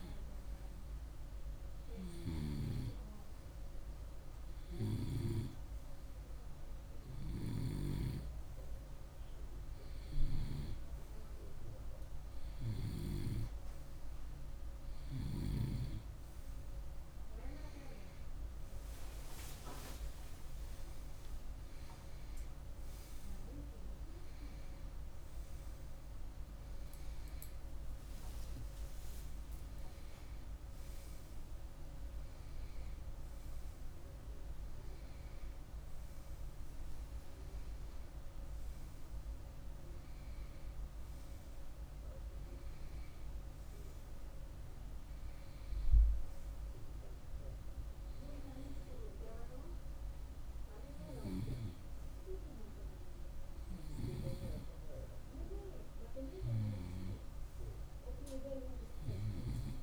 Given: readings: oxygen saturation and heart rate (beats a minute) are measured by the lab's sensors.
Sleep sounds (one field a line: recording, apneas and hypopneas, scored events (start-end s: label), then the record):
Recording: breathing in sleep by a room microphone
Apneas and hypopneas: none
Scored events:
2.00-8.00 s: snoring (device-marked)
24.50-29.00 s: arousal
From the record:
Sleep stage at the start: N2 (light sleep)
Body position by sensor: on the right side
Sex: male